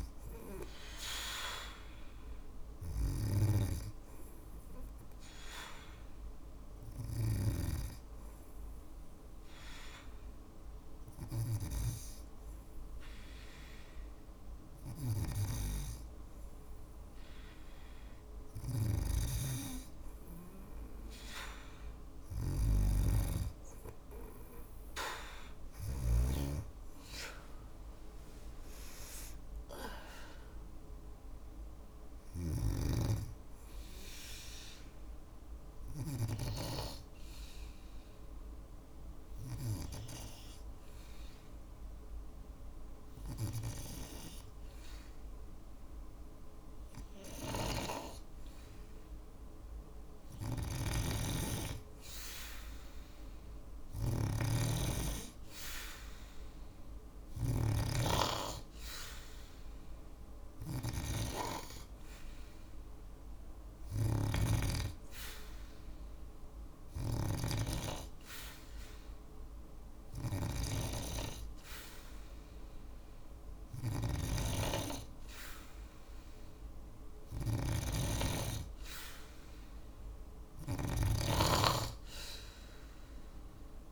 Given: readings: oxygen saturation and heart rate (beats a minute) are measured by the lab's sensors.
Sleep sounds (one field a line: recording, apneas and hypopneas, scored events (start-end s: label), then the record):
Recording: breathing in sleep by a room microphone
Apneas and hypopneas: 3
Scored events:
3.50-16.50 s: hypopnea (oxygen 96% before, 94% lowest, heart rate 57 before, 53 extreme, up 3 after)
17.50-25.00 s: snoring (device-marked)
29.00-33.50 s: arousal
37.50-50.00 s: obstructive apnea (oxygen 96% before, 94% lowest, heart rate 57 before, 54 extreme, up 4 after)
49.50-83.92 s: snoring (device-marked)
57.50-61.00 s: arousal
66.50-77.50 s: hypopnea (oxygen 96% before, 94% lowest, heart rate 57 before, 56 extreme, up 2 after)
80.50-83.92 s: arousal
From the record:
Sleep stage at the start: N2 (light sleep)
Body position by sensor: on the back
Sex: female